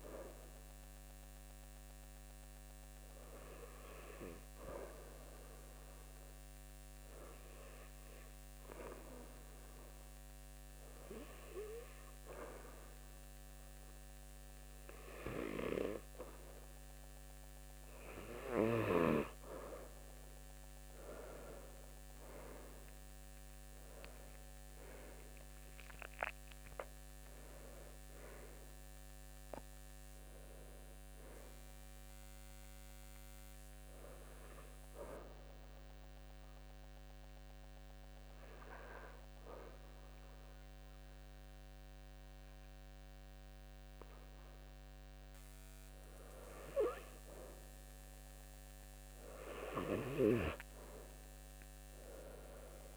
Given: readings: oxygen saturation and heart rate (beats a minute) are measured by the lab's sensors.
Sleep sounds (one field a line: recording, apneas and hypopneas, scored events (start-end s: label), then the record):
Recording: breathing in sleep by a microphone on the trachea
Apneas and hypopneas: 2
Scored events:
4.50-17.00 s: hypopnea (oxygen 96% before, 94% lowest, heart rate 82 before, 74 extreme, up 8 after)
20.50-24.50 s: arousal
33.50-45.50 s: hypopnea (oxygen 97% before, 94% lowest, heart rate 82 before, 74 extreme, up 5 after)
51.50-52.97 s: arousal
From the record:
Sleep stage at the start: N2 (light sleep)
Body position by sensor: on the back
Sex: male